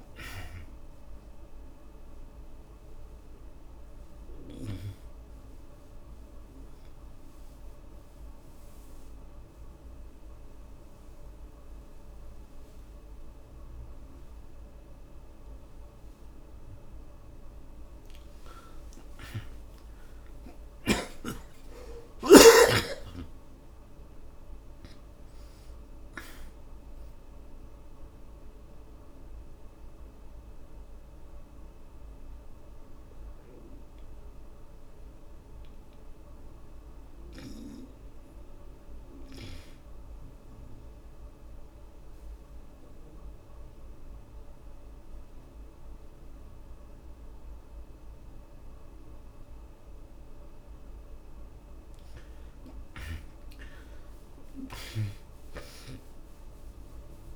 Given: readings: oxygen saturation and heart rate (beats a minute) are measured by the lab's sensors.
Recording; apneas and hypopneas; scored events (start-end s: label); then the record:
breathing in sleep by a room microphone; 2
0.00-1.00 s: arousal
4.00-17.00 s: obstructive apnea (oxygen 91% before, 69% lowest, heart rate 58 before, 53 extreme, up 14 after)
7.50-15.50 s: oxygen desaturation (device-marked, oxygen 91% before, 76% lowest, heart rate 60 before, 54 extreme)
19.00-24.50 s: arousal
30.00-50.50 s: obstructive apnea (oxygen 91% before, 69% lowest, heart rate 63 before, 53 extreme, up 9 after)
33.50-49.50 s: oxygen desaturation (device-marked, oxygen 91% before, 73% lowest, heart rate 66 before, 53 extreme)
51.50-57.36 s: oxygen desaturation (device-marked, oxygen 95% before, 69% lowest, heart rate 63 before, 55 extreme)
52.50-57.36 s: arousal
From the record:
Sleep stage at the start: N2 (light sleep); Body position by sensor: on the back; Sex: male